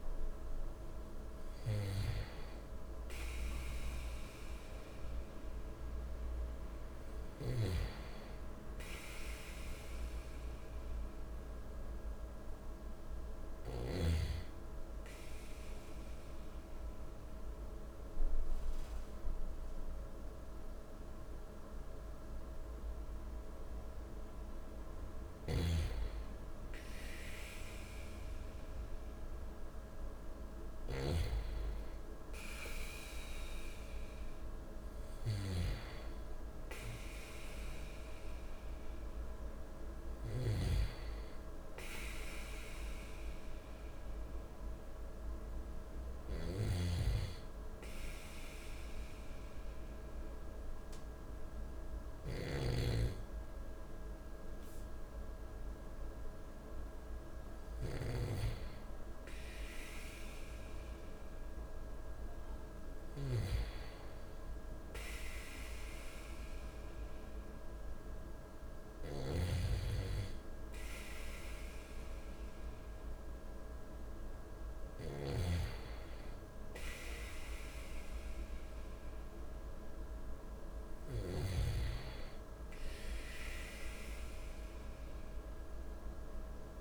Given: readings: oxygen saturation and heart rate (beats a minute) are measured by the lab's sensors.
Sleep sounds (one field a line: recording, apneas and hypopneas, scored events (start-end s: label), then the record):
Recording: breathing in sleep by a room microphone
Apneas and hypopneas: 2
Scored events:
15.00-26.00 s: obstructive apnea (oxygen 97% before, 95% lowest, heart rate 56 before, 55 extreme, up 4 after)
29.50-33.50 s: arousal
46.50-53.00 s: snoring (device-marked)
47.50-57.50 s: obstructive apnea (oxygen 97% before, 96% lowest, heart rate 57 before, 56 extreme, up 1 after)
58.50-62.50 s: arousal
69.00-75.50 s: snoring (device-marked)
From the record:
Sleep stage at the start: N2 (light sleep)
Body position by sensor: on the back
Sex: male